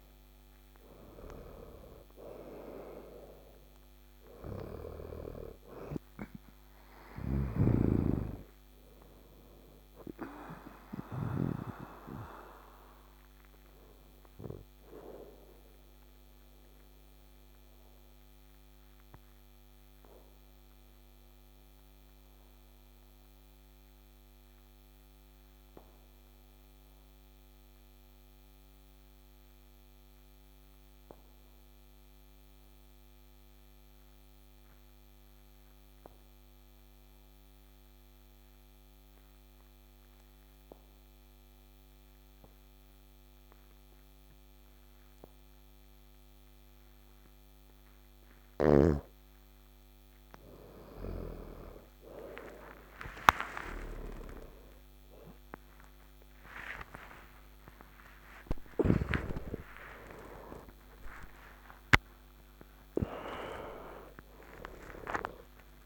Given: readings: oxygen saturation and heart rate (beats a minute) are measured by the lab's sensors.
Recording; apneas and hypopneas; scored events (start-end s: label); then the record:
breathing in sleep by a microphone on the trachea; 1
0.00-25.50 s: oxygen desaturation (device-marked, oxygen 91% lowest, heart rate 53 extreme)
6.50-10.50 s: snoring (device-marked)
11.00-46.50 s: obstructive apnea (oxygen 99% before, 91% lowest, heart rate 60 before, 53 extreme, up 16 after)
43.50-64.50 s: oxygen desaturation (device-marked, oxygen 99% before, 92% lowest, heart rate 53 before, 54 extreme)
52.00-59.50 s: arousal
58.00-61.50 s: snoring (device-marked)
58.50-65.86 s: new sleep stage, N1 (lightest sleep)
From the record:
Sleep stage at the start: N2 (light sleep); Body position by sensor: on the back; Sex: male